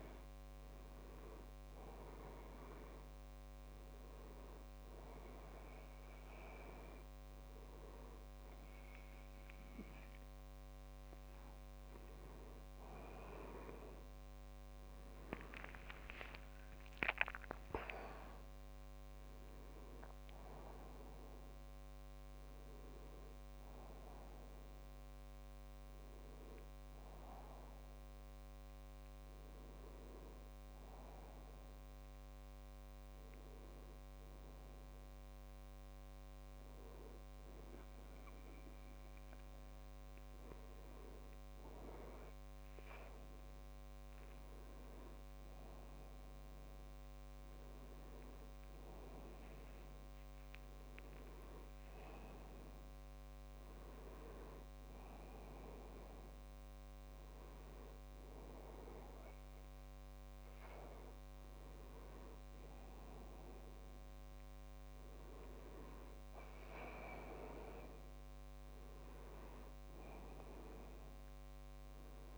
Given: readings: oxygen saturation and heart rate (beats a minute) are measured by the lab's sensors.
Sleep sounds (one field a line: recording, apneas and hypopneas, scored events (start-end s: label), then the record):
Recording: breathing in sleep by a microphone on the trachea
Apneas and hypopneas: 1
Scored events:
14.00-18.00 s: arousal
32.50-43.50 s: hypopnea (oxygen 96% before, 94% lowest, heart rate 74 before, 66 extreme, up 4 after)
46.00-48.50 s: arousal
49.50-72.38 s: new sleep stage, N2 (light sleep)
From the record:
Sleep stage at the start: N1 (lightest sleep)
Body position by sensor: on the back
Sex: male